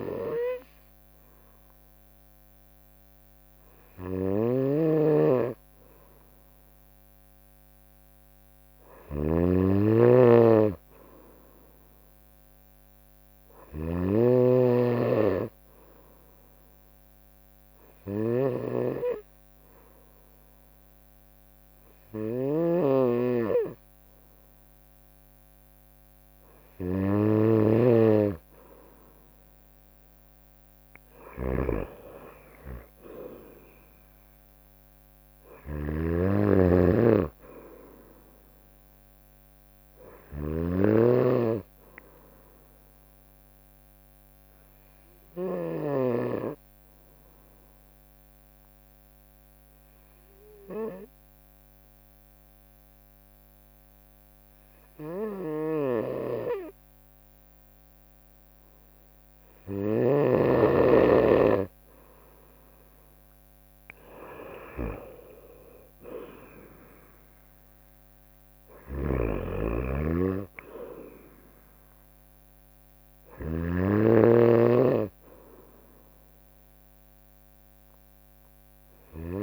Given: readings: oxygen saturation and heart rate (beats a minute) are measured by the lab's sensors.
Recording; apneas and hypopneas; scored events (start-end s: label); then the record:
breathing in sleep by a microphone on the trachea; 2
0.00-1.50 s: oxygen desaturation (device-marked, oxygen 91% lowest, heart rate 61 extreme)
0.00-45.50 s: snoring (device-marked)
7.00-10.50 s: arousal
14.50-27.00 s: obstructive apnea (oxygen 94% before, 91% lowest, heart rate 62 before, 59 extreme, up 3 after)
32.50-36.50 s: arousal
43.50-60.50 s: obstructive apnea (oxygen 94% before, 91% lowest, heart rate 63 before, 59 extreme, up 3 after)
44.50-47.50 s: bradycardia (device-marked, heart rate 65 before, 60 extreme)
55.00-60.00 s: snoring (device-marked)
61.50-74.50 s: drop in pulse transit time (device-marked, heart rate 60 before, 62 extreme)
65.00-69.00 s: arousal
68.50-79.43 s: snoring (device-marked)
69.50-79.43 s: oxygen desaturation (device-marked, oxygen 94% before, 91% lowest, heart rate 61 before, 55 extreme)
77.50-79.43 s: bradycardia (device-marked, heart rate 63 before, 59 extreme)
From the record:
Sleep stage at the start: N2 (light sleep); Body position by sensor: on the right side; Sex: female